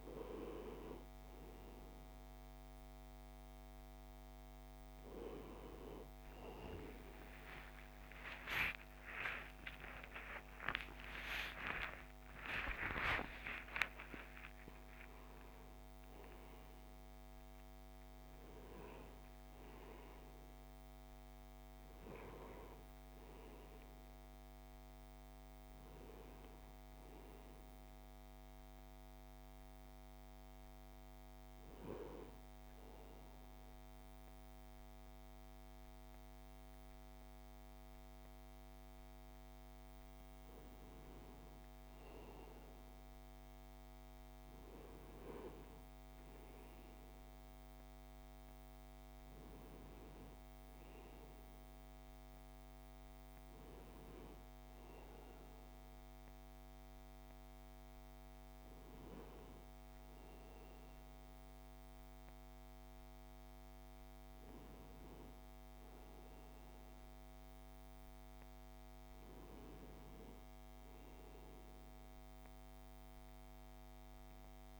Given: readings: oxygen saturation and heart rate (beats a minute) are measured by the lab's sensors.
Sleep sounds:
breathing in sleep by a microphone on the trachea; none
8.50-13.00 s: arousal
28.00-40.00 s: oxygen desaturation (device-marked, oxygen 96% before, 92% lowest)
From the record:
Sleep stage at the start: N1 (lightest sleep); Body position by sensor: on the left side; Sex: male

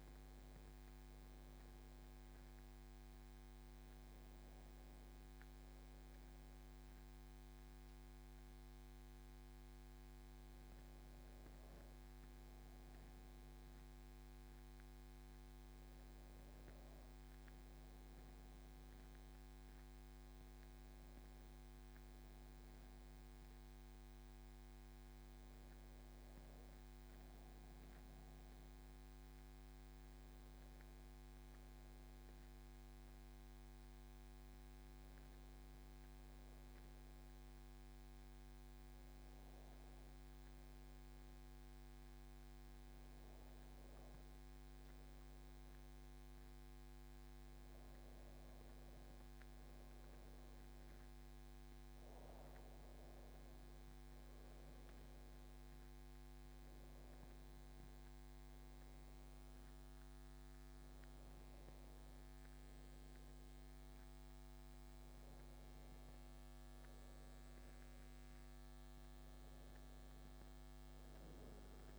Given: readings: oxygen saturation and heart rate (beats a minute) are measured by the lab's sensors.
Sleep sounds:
breathing in sleep, hard to hear, by a microphone on the trachea; none
none scored
From the record:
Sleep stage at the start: N2 (light sleep); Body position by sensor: on the back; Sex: male

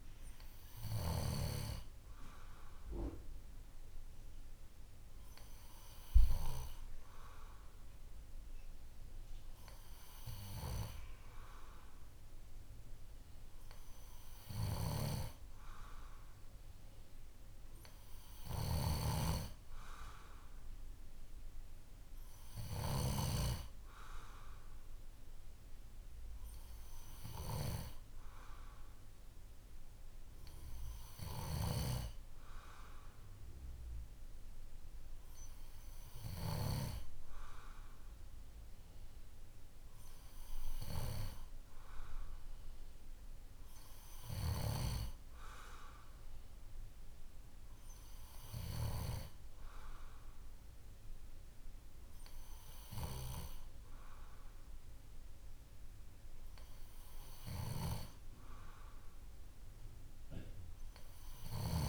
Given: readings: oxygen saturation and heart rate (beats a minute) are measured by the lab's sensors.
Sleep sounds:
breathing in sleep by a room microphone; none
none scored
From the record:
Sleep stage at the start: N2 (light sleep); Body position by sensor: on the back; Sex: male

